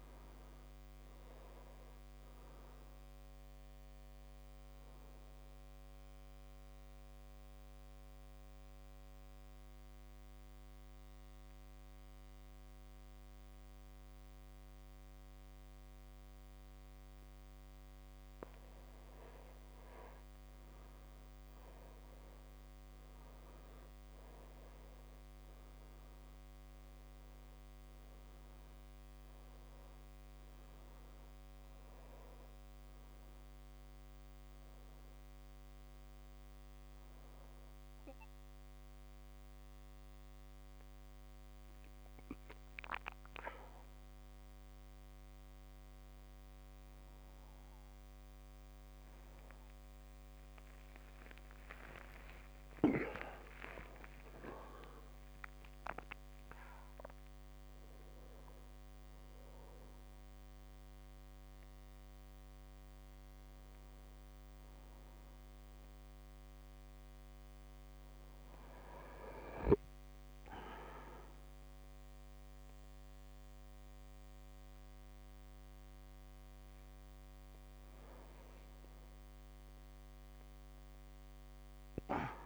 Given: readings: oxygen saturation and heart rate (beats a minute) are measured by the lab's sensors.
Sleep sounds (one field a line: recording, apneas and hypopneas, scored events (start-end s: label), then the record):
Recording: a person awake in a sleep study, by a microphone on the trachea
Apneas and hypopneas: 1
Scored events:
5.00-18.50 s: mixed apnea (oxygen 97% before, 96% lowest)
19.00-23.00 s: arousal
38.00-82.46 s: new sleep stage, awake
52.50-54.50 s: long interval between heartbeats (device-marked, heart rate 37 before, 79 extreme)
57.50-59.50 s: long interval between heartbeats (device-marked, heart rate 41 before, 44 extreme)
67.00-69.00 s: long interval between heartbeats (device-marked)
From the record:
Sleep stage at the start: N2 (light sleep)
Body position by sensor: on the back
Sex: male